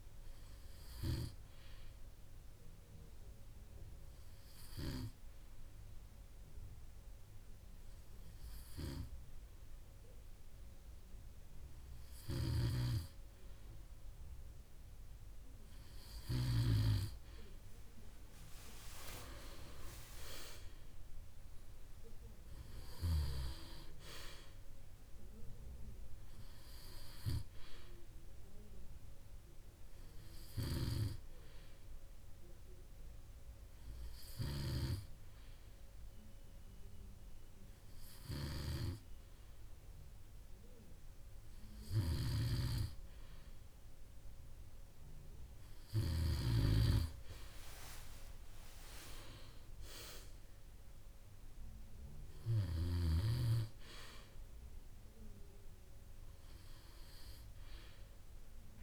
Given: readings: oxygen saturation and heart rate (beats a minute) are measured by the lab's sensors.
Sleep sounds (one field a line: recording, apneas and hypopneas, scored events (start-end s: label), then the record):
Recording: breathing in sleep by a room microphone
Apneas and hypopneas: 2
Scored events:
1.50-16.50 s: obstructive apnea (oxygen 98% before, 95% lowest, heart rate 59 before, 55 extreme, up 10 after)
21.50-25.50 s: arousal
30.50-45.00 s: obstructive apnea (oxygen 98% before, 94% lowest, heart rate 62 before, 55 extreme, up 14 after)
43.00-47.50 s: snoring (device-marked)
49.50-53.00 s: arousal
From the record:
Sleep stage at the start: N2 (light sleep)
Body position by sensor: on the back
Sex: male